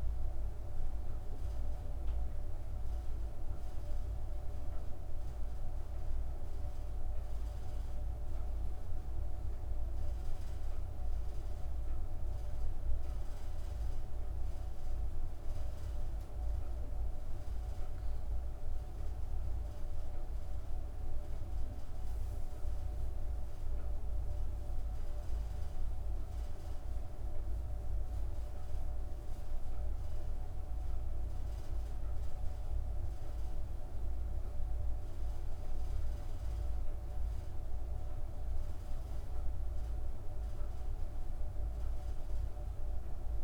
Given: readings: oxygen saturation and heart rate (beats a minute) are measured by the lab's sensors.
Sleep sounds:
breathing in sleep, hard to hear, by a room microphone; 1
0.00-1.50 s: arousal
6.00-21.50 s: hypopnea (oxygen 98% before, 95% lowest, heart rate 70 before, 46 extreme, up 44 after)
41.50-43.44 s: arousal
From the record:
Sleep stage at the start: N2 (light sleep); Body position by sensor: on the back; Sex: female

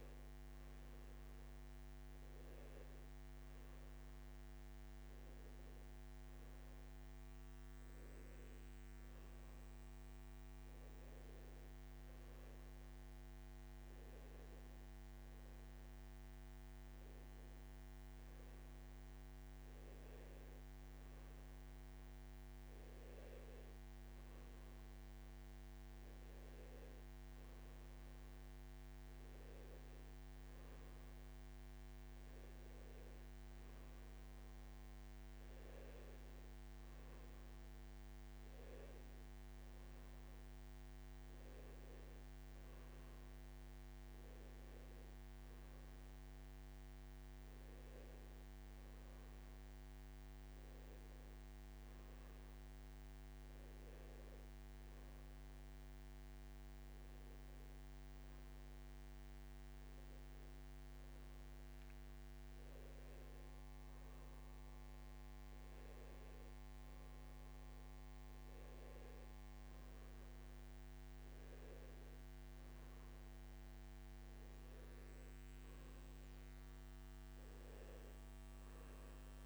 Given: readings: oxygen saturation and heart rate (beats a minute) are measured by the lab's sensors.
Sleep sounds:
breathing in sleep, hard to hear, by a microphone on the trachea; none
none scored
From the record:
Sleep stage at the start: N2 (light sleep); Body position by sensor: on the back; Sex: male

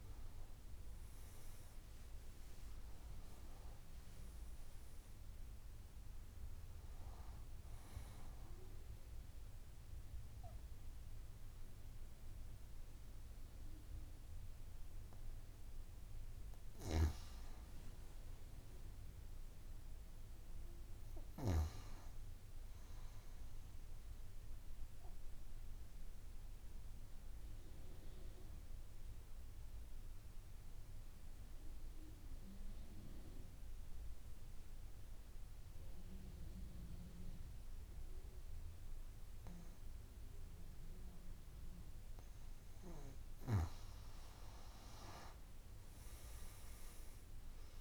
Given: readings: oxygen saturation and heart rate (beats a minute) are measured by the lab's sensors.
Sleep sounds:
breathing in sleep by a room microphone; 1
0.00-28.00 s: oxygen desaturation (device-marked, oxygen 87% lowest)
24.00-43.00 s: obstructive apnea (oxygen 92% before, 88% lowest)
46.00-47.81 s: arousal
46.00-47.81 s: oxygen desaturation (device-marked, oxygen 97% before, 88% lowest)
From the record:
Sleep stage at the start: N2 (light sleep); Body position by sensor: on the back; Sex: female

